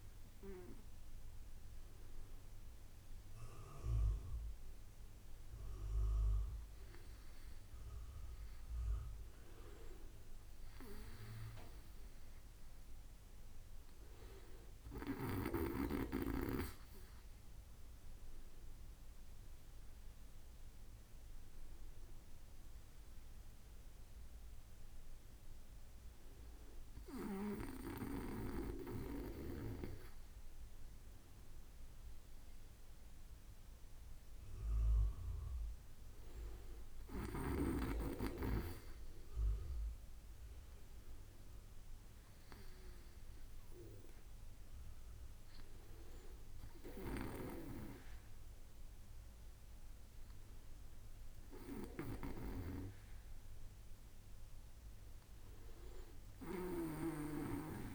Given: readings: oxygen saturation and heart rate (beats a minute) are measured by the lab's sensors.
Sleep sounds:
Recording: breathing in sleep by a room microphone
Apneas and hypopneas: none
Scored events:
56.00-57.95 s: snoring (device-marked)
From the record:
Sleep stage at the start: N2 (light sleep)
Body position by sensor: on the back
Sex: male

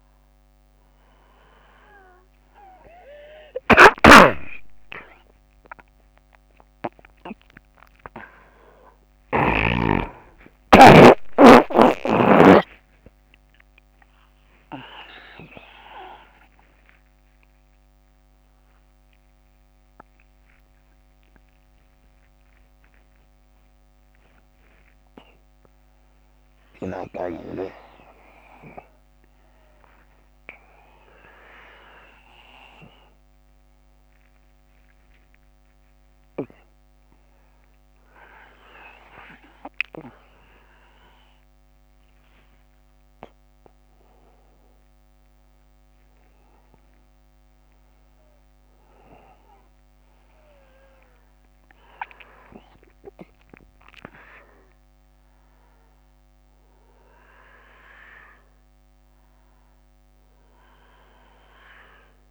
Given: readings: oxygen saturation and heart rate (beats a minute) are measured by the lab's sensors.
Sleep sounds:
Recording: a person awake in a sleep study, by a microphone on the trachea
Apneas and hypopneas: none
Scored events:
3.00-9.00 s: snoring (device-marked)
From the record:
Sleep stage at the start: awake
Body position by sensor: on the back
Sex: male

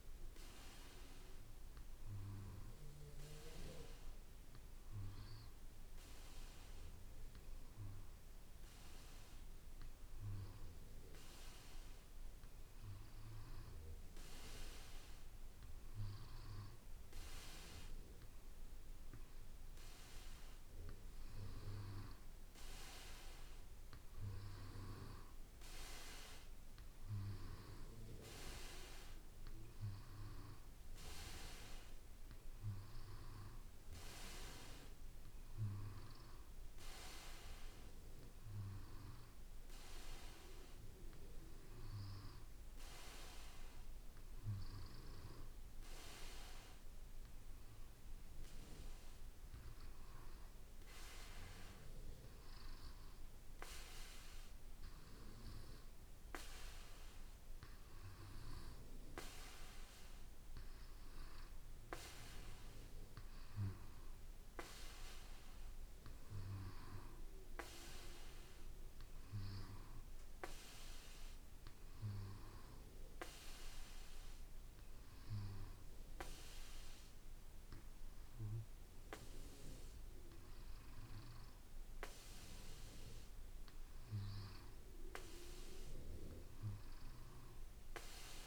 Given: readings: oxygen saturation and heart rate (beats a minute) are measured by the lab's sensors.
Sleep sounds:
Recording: breathing in sleep by a room microphone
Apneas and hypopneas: none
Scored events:
25.00-27.00 s: long interval between heartbeats (device-marked, heart rate 56 before, 66 extreme)
50.50-52.50 s: long interval between heartbeats (device-marked, heart rate 57 before, 65 extreme)
From the record:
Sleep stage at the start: N2 (light sleep)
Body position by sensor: on the back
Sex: male

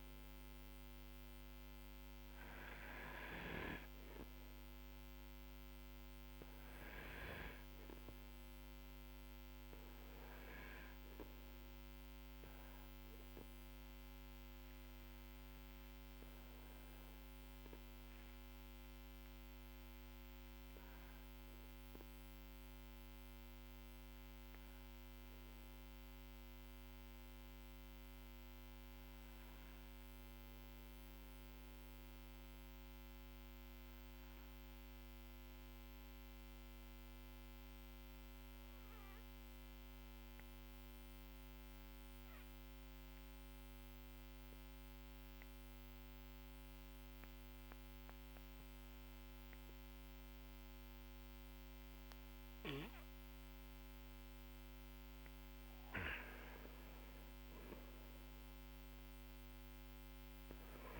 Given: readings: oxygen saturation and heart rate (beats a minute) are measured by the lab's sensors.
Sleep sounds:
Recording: breathing in sleep, hard to hear, by a microphone on the trachea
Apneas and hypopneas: 1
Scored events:
0.00-16.00 s: oxygen desaturation (device-marked, oxygen 94% lowest, heart rate 45 extreme)
15.50-21.00 s: arousal
23.00-54.50 s: obstructive apnea (oxygen 97% before, 90% lowest, heart rate 53 before, 43 extreme, up 17 after)
56.50-61.00 s: arousal
From the record:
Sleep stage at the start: N2 (light sleep)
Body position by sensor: on the back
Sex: male

